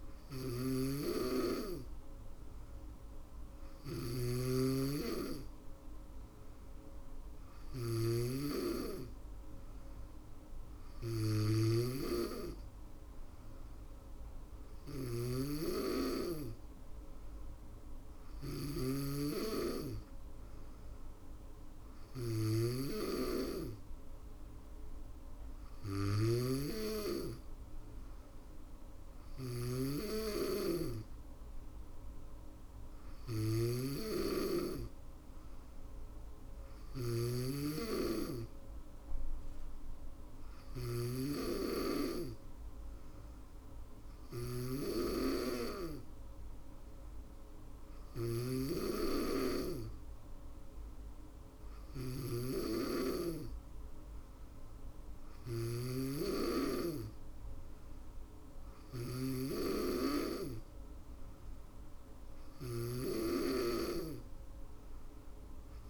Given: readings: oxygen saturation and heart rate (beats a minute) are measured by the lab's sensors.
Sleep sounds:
breathing in sleep by a room microphone; none
0.00-65.90 s: snoring (device-marked)
From the record:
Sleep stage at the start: N2 (light sleep); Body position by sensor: on the back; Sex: female

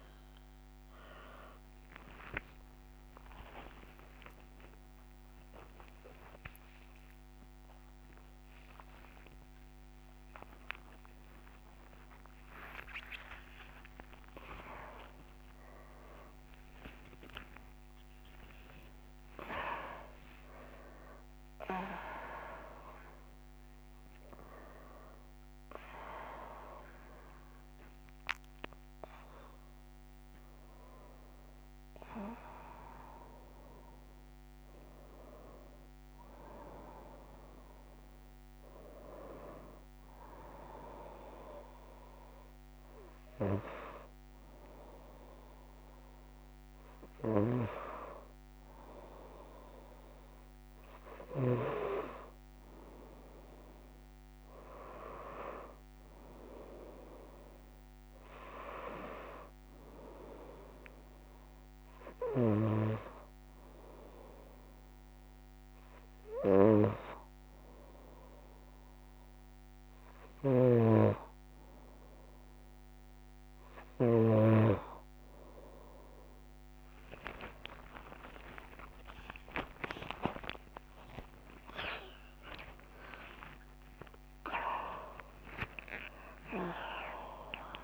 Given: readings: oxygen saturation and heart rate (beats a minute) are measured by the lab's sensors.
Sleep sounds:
a person awake in a sleep study, by a microphone on the trachea; none
0.00-17.50 s: oxygen desaturation (device-marked, oxygen 92% lowest, heart rate 27 extreme)
0.50-24.50 s: tachycardia (device-marked, heart rate 77 before, 200 extreme)
35.50-53.50 s: tachycardia (device-marked, heart rate 82 before, 179 extreme)
46.50-76.50 s: new sleep stage, N2 (light sleep)
55.50-73.50 s: oxygen desaturation (device-marked, oxygen 97% before, 92% lowest, heart rate 132 before, 61 extreme)
69.50-73.50 s: snoring (device-marked)
75.50-86.50 s: tachycardia (device-marked, heart rate 84 before, 185 extreme)
76.50-84.00 s: arousal
76.50-87.84 s: new sleep stage, N1 (lightest sleep)
85.50-87.84 s: oxygen desaturation (device-marked, oxygen 95% before, 91% lowest, heart rate 93 before, 60 extreme)
From the record:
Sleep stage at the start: awake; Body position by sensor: on the back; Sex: female

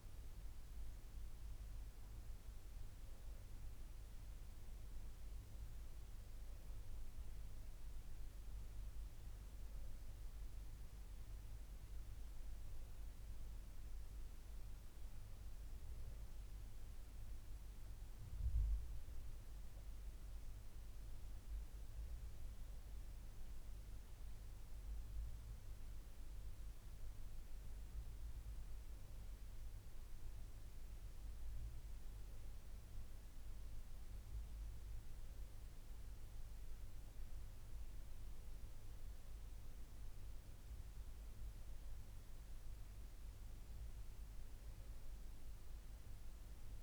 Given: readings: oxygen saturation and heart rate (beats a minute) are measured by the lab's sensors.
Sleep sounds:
breathing in sleep, hard to hear, by a room microphone; none
none scored
From the record:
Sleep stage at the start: N1 (lightest sleep); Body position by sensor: on the back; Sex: female

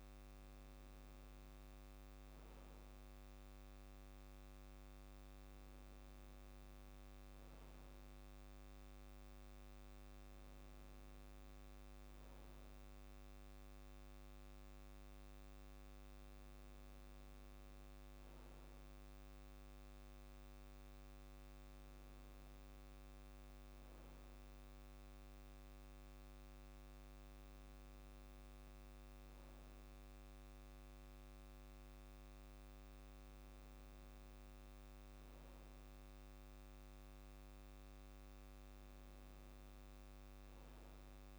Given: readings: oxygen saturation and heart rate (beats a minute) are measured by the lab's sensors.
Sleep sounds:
breathing in sleep, hard to hear, by a microphone on the trachea; none
none scored
From the record:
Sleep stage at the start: N2 (light sleep); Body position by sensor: on the back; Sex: male

